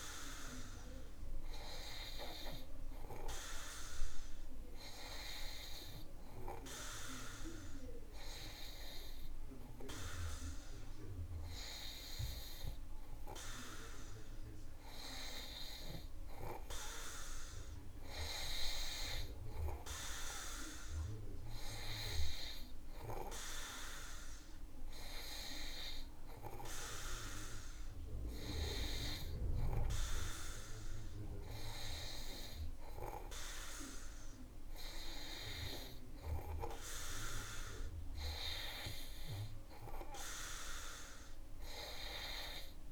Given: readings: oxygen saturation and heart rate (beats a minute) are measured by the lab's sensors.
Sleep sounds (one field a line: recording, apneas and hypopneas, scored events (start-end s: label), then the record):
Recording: breathing in sleep by a room microphone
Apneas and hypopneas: none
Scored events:
none scored
From the record:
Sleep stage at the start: N2 (light sleep)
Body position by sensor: on the back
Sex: male